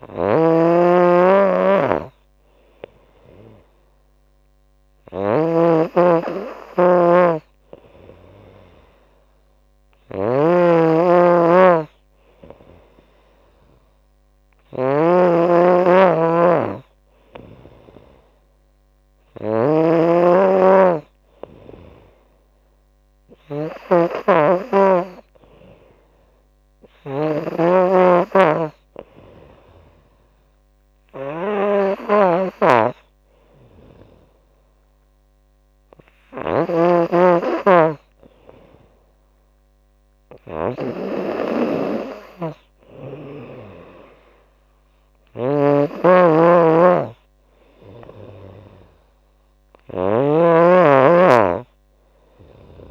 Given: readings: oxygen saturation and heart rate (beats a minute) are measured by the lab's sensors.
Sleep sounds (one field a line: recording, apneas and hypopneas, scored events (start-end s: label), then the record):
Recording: breathing in sleep by a microphone on the trachea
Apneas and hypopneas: none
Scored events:
0.00-52.91 s: snoring (device-marked)
45.00-52.91 s: oxygen desaturation (device-marked, oxygen 94% before, 90% lowest, heart rate 83 before, 72 extreme)
From the record:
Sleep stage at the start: N2 (light sleep)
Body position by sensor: on the back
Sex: female